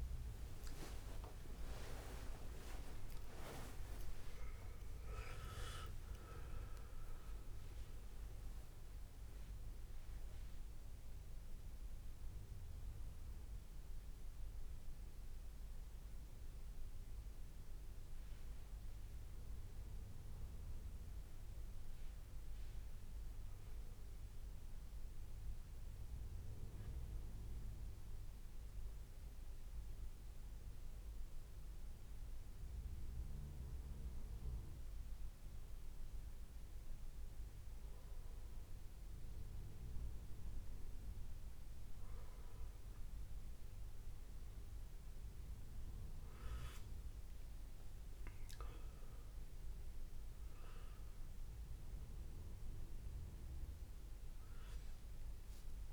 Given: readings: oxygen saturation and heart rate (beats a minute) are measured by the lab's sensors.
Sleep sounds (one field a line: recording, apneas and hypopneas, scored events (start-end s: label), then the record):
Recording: a person partly awake in a sleep study, by a room microphone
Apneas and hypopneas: 1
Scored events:
0.00-3.00 s: arousal
5.00-7.00 s: long interval between heartbeats (device-marked, heart rate 89 before, 109 extreme)
12.50-36.00 s: hypopnea (oxygen 96% before, 95% lowest, heart rate 97 before, 84 extreme, up 4 after)
37.00-55.92 s: new sleep stage, awake
From the record:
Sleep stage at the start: N2 (light sleep)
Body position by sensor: on the back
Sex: male